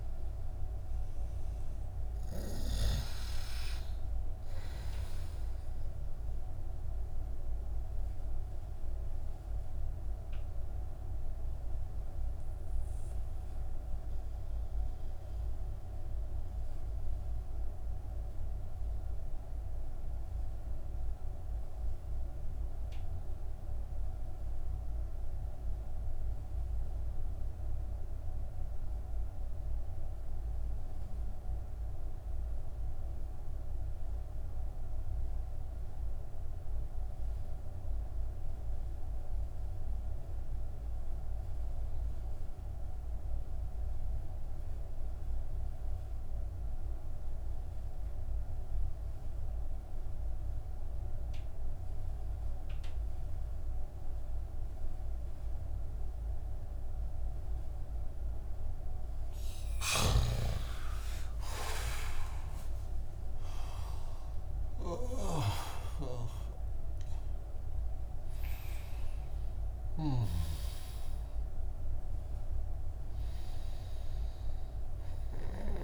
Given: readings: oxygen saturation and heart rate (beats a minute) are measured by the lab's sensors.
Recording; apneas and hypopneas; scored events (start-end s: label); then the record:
breathing in sleep by a room microphone; 1
7.50-58.50 s: mixed apnea (oxygen 97% before, 89% lowest)
17.00-30.00 s: oxygen desaturation (device-marked, oxygen 96% before, 92% lowest)
59.00-75.00 s: snoring (device-marked)
59.50-63.50 s: arousal
69.00-73.00 s: oxygen desaturation (device-marked, oxygen 96% before, 91% lowest)
From the record:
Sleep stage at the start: N2 (light sleep); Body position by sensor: on the back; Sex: male